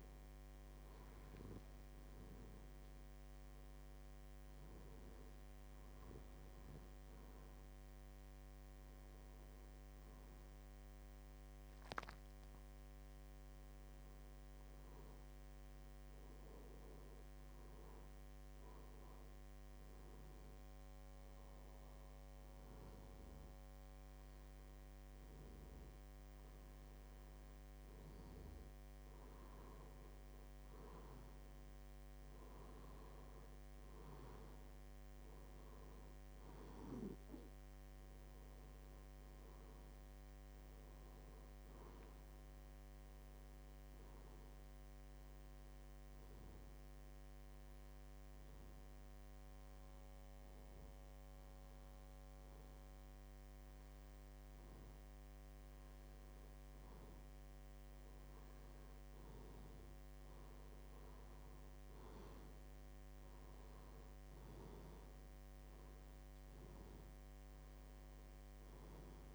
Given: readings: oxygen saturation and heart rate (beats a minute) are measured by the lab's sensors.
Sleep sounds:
a person partly awake in a sleep study, hard to hear, by a microphone on the trachea; none
20.00-69.35 s: new sleep stage, N2 (light sleep)
From the record:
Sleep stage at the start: awake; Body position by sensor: on the back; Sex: male

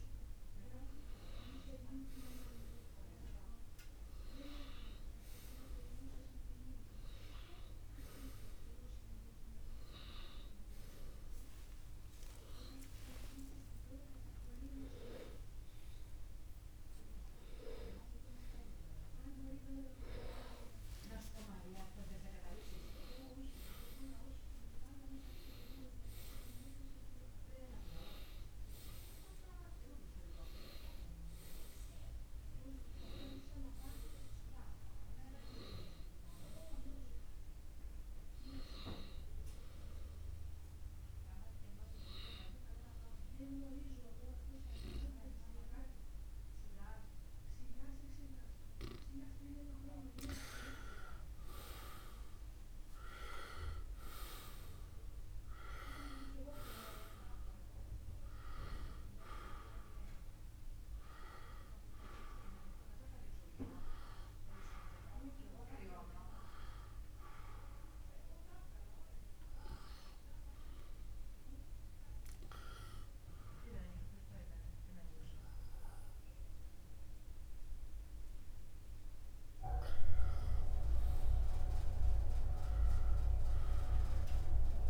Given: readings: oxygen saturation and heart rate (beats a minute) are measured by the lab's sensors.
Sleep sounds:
a person partly awake in a sleep study, by a room microphone; none
19.50-79.50 s: new sleep stage, N1 (lightest sleep)
52.50-74.50 s: oxygen desaturation (device-marked, oxygen 96% before, 90% lowest, heart rate 71 before, 66 extreme)
79.50-84.90 s: new sleep stage, awake
From the record:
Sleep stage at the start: awake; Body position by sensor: on the right side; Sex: male

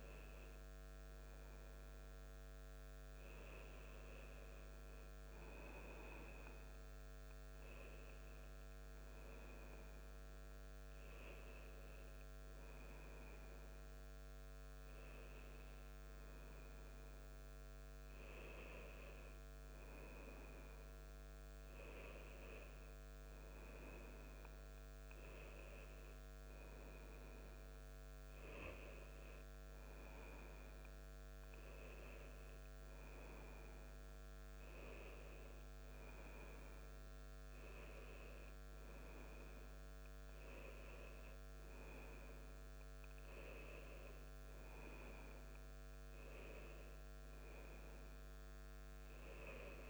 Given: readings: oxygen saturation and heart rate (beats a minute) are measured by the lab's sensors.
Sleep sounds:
a person awake in a sleep study, hard to hear, by a microphone on the trachea; none
none scored
From the record:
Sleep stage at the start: awake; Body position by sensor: on the back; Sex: male

